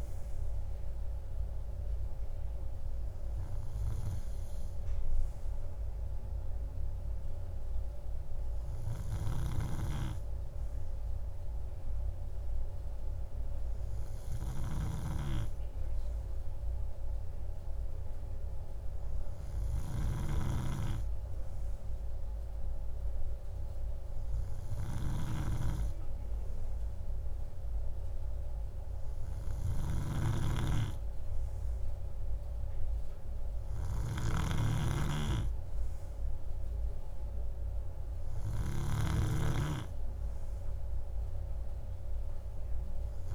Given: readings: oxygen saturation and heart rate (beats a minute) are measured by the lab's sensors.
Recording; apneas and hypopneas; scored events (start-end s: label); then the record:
a person awake in a sleep study, by a room microphone; none
17.00-43.35 s: new sleep stage, awake
From the record:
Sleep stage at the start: N2 (light sleep); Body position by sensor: on the right side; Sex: male